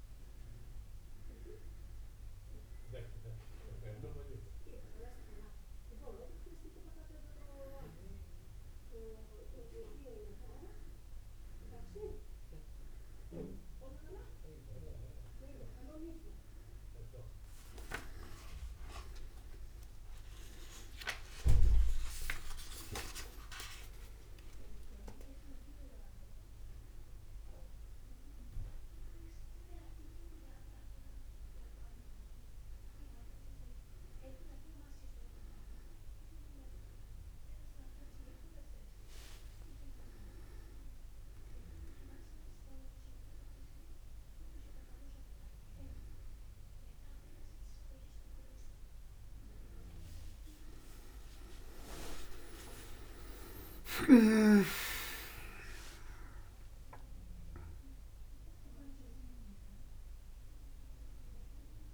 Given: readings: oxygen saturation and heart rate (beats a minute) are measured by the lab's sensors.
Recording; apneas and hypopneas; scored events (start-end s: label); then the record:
a person awake in a sleep study, by a room microphone; none
none scored
From the record:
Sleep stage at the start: awake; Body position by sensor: on the back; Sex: male